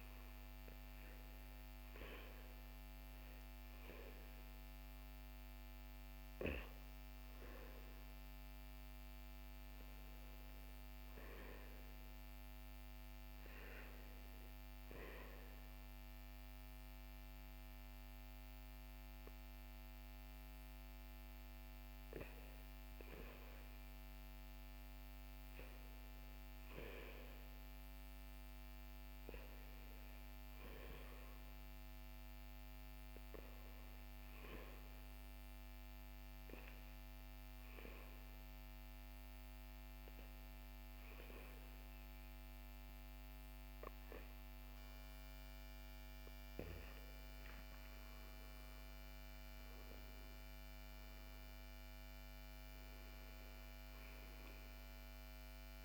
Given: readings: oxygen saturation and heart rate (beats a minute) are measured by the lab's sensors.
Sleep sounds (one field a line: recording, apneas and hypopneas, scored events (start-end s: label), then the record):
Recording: breathing in sleep, hard to hear, by a microphone on the trachea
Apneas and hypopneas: none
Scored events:
none scored
From the record:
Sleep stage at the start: REM sleep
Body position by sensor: on the back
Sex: male